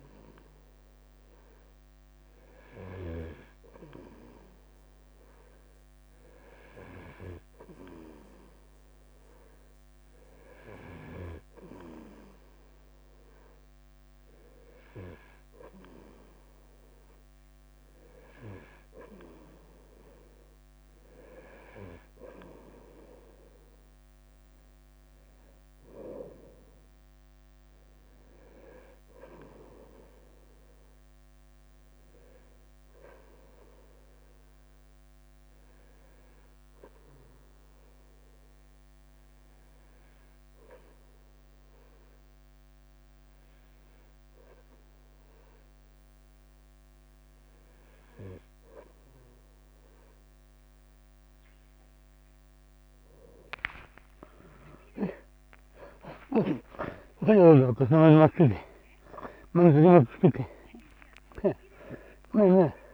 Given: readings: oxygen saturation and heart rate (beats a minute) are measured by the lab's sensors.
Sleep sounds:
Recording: breathing in sleep by a microphone on the trachea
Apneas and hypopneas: 1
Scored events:
3.00-56.00 s: bradycardia (device-marked, heart rate 54 before, 44 extreme)
26.00-29.50 s: arousal
37.00-50.50 s: hypopnea (oxygen 95% before, 93% lowest, heart rate 52 before, 53 extreme, up 5 after)
38.00-62.94 s: new sleep stage, N2 (light sleep)
56.50-62.94 s: snoring (device-marked)
From the record:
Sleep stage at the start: N3 (deep sleep)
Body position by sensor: on the right side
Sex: male

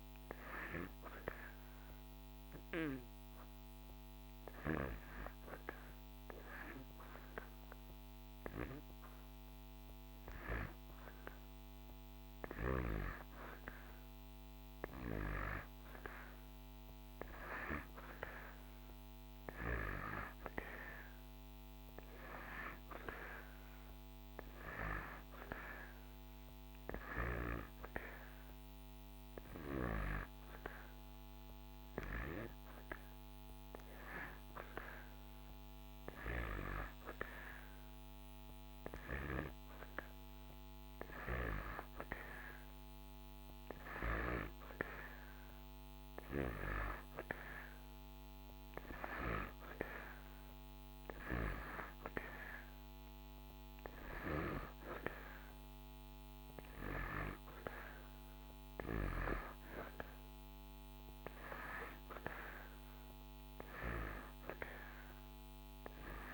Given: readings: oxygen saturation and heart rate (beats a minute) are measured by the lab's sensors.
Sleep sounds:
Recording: breathing in sleep by a microphone on the trachea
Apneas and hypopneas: 1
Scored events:
1.50-12.50 s: hypopnea (oxygen 92% before, 87% lowest)
30.50-44.50 s: oxygen desaturation (device-marked, oxygen 93% before, 87% lowest)
From the record:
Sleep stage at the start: N2 (light sleep)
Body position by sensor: on the back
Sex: male

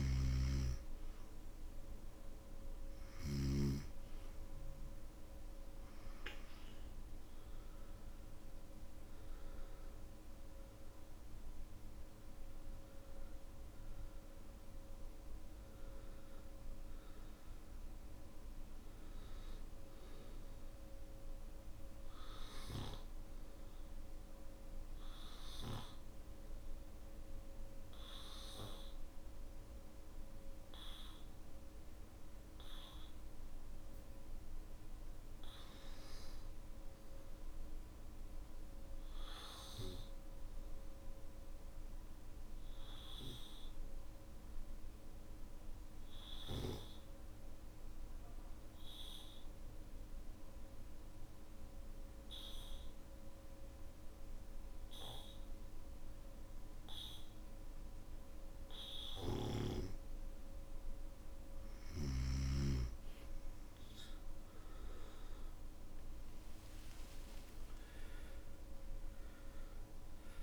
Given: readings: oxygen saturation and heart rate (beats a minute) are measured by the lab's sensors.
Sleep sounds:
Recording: breathing in sleep by a room microphone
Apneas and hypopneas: 1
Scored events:
0.00-3.50 s: snoring (device-marked)
39.00-59.50 s: obstructive apnea (oxygen 98% before, 91% lowest, heart rate 55 before, 50 extreme, up 19 after)
59.00-70.43 s: oxygen desaturation (device-marked, oxygen 97% before, 91% lowest, heart rate 53 before, 54 extreme)
From the record:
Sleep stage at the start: N2 (light sleep)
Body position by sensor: on the back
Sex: male

